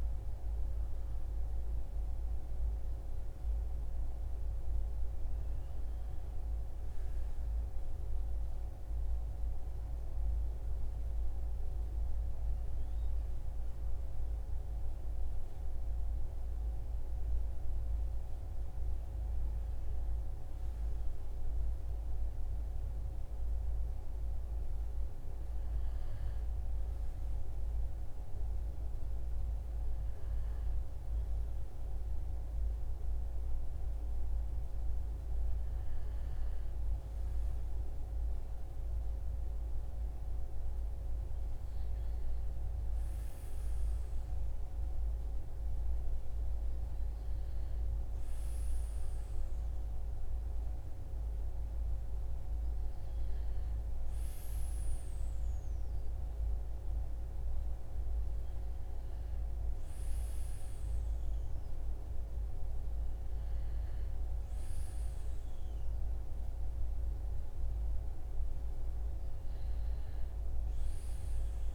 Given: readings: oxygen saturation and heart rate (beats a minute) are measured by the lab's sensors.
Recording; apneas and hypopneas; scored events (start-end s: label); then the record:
breathing in sleep, hard to hear, by a room microphone; none
none scored
From the record:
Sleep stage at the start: N2 (light sleep); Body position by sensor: on the back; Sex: male